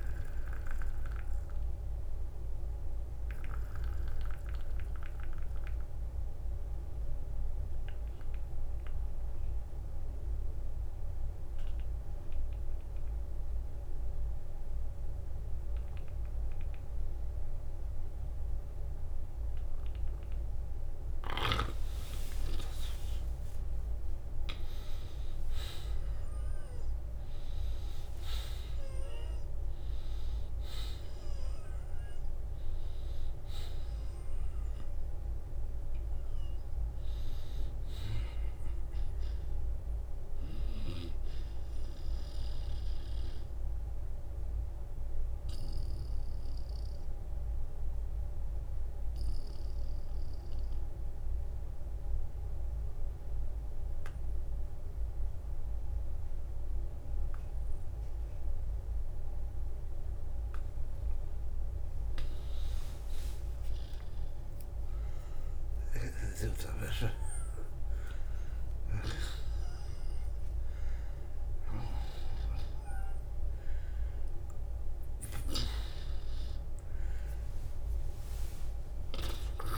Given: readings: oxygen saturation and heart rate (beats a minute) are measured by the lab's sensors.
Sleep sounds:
breathing in sleep by a room microphone; 2
0.00-8.00 s: oxygen desaturation (device-marked, oxygen 84% lowest, heart rate 45 extreme)
2.50-20.00 s: obstructive apnea (oxygen 93% before, 82% lowest, heart rate 67 before, 45 extreme, up 14 after)
4.50-6.50 s: long interval between heartbeats (device-marked, heart rate 66 before, 59 extreme)
9.00-11.00 s: long interval between heartbeats (device-marked, heart rate 64 before, 54 extreme)
19.00-21.00 s: long interval between heartbeats (device-marked, heart rate 55 before, 57 extreme)
22.00-27.00 s: arousal
26.00-62.00 s: oxygen desaturation (device-marked, oxygen 97% before, 82% lowest, heart rate 54 before, 45 extreme)
43.00-60.50 s: obstructive apnea (oxygen 97% before, 82% lowest, heart rate 64 before, 45 extreme, up 18 after)
49.00-51.00 s: long interval between heartbeats (device-marked, heart rate 64 before, 56 extreme)
60.50-62.50 s: long interval between heartbeats (device-marked, heart rate 56 before, 59 extreme)
62.50-67.50 s: arousal
77.50-79.50 s: long interval between heartbeats (device-marked, heart rate 60 before, 66 extreme)
From the record:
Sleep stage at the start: N2 (light sleep); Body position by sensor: on the back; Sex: male

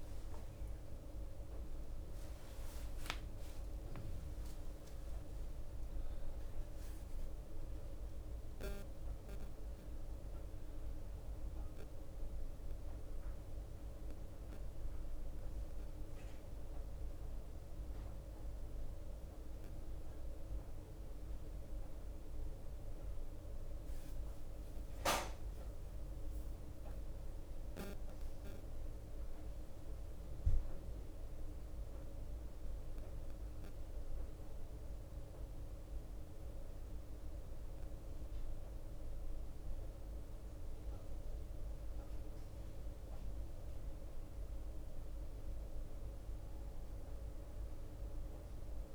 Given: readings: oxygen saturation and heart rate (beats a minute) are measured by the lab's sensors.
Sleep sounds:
a person partly awake in a sleep study, hard to hear, by a room microphone; 1
0.00-1.00 s: bradycardia (device-marked, heart rate 34 extreme)
0.00-2.00 s: drop in pulse transit time (device-marked, heart rate 34 extreme)
0.50-2.50 s: long interval between heartbeats (device-marked, heart rate 66 before, 34 extreme)
2.50-4.50 s: long interval between heartbeats (device-marked, heart rate 63 before, 42 extreme)
8.00-18.00 s: oxygen desaturation (device-marked, oxygen 95% before, 91% lowest)
11.00-48.95 s: new sleep stage, N1 (lightest sleep)
19.50-33.00 s: hypopnea (oxygen 95% before, 89% lowest)
33.00-48.95 s: oxygen desaturation (device-marked, oxygen 94% before, 90% lowest)
From the record:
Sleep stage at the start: awake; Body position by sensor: on the back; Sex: male

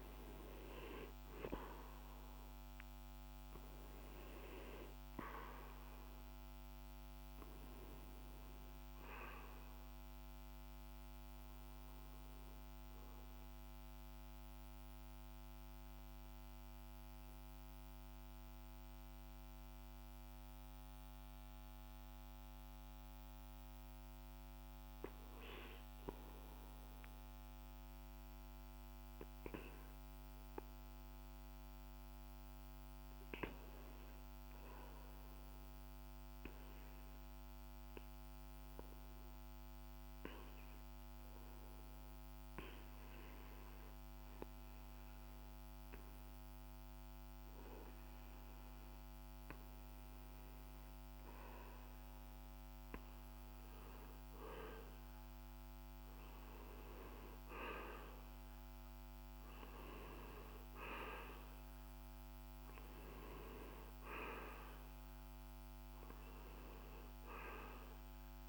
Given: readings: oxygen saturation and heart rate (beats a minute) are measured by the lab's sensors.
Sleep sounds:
breathing in sleep by a microphone on the trachea; 2
0.00-3.00 s: oxygen desaturation (device-marked, oxygen 92% lowest, heart rate 51 extreme)
8.50-22.00 s: obstructive apnea (oxygen 97% before, 92% lowest, heart rate 52 before, 50 extreme, up 2 after)
24.50-29.00 s: arousal
34.00-68.49 s: oxygen desaturation (device-marked, oxygen 98% before, 92% lowest, heart rate 52 before, 50 extreme)
36.00-54.50 s: hypopnea (oxygen 98% before, 92% lowest, heart rate 52 before, 50 extreme, up 3 after)
57.50-61.00 s: arousal
From the record:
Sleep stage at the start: REM sleep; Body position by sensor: on the back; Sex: male

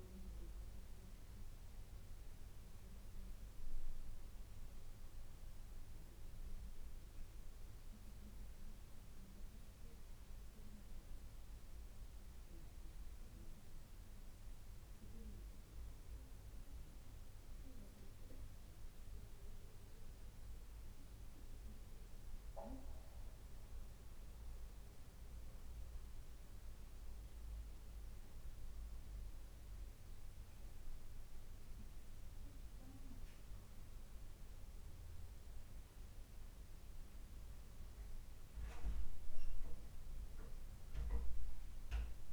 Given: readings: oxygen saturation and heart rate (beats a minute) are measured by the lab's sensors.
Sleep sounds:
breathing in sleep, hard to hear, by a room microphone; none
none scored
From the record:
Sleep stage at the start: N1 (lightest sleep); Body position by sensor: on the right side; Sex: female

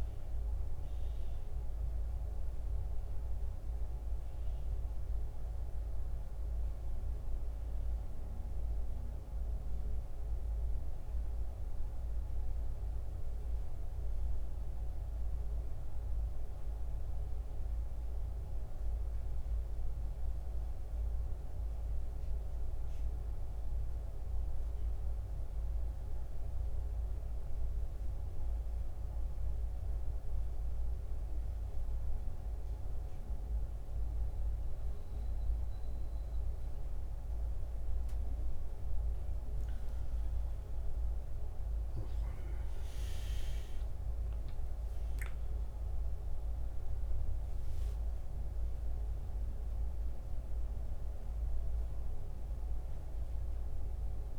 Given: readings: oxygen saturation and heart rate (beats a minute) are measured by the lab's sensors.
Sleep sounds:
breathing in sleep, hard to hear, by a room microphone; 1
0.00-10.00 s: oxygen desaturation (device-marked, oxygen 85% lowest, heart rate 61 extreme)
12.00-37.50 s: central apnea (oxygen 98% before, 87% lowest, heart rate 71 before, 63 extreme, up 14 after)
30.00-54.39 s: oxygen desaturation (device-marked, oxygen 97% before, 87% lowest, heart rate 67 before, 64 extreme)
39.50-44.50 s: arousal
53.00-54.39 s: new sleep stage, N1 (lightest sleep)
From the record:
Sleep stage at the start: N2 (light sleep); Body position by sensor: on the back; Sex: male

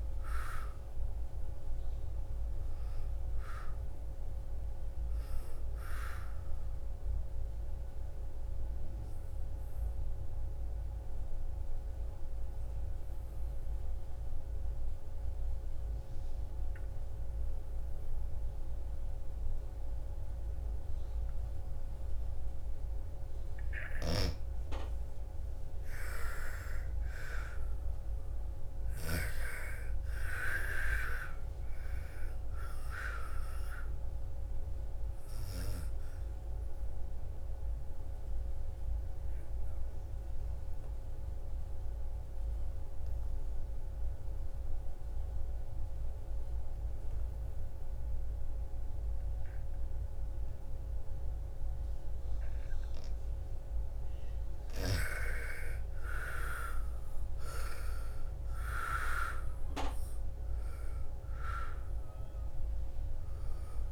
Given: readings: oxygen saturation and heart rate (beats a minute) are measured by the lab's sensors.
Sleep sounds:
breathing in sleep by a room microphone; 2
0.00-14.00 s: oxygen desaturation (device-marked, oxygen 84% lowest, heart rate 55 extreme)
7.00-23.00 s: obstructive apnea (oxygen 98% before, 85% lowest, heart rate 62 before, 55 extreme, up 11 after)
23.50-29.00 s: snoring (device-marked)
25.50-29.00 s: arousal
29.00-44.00 s: oxygen desaturation (device-marked, oxygen 98% before, 87% lowest, heart rate 56 before, 57 extreme)
35.00-54.00 s: obstructive apnea (oxygen 99% before, 81% lowest, heart rate 60 before, 54 extreme, up 13 after)
53.00-63.92 s: oxygen desaturation (device-marked, oxygen 98% before, 85% lowest, heart rate 62 before, 54 extreme)
55.00-59.50 s: arousal
From the record:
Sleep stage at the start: N2 (light sleep); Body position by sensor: on the back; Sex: female

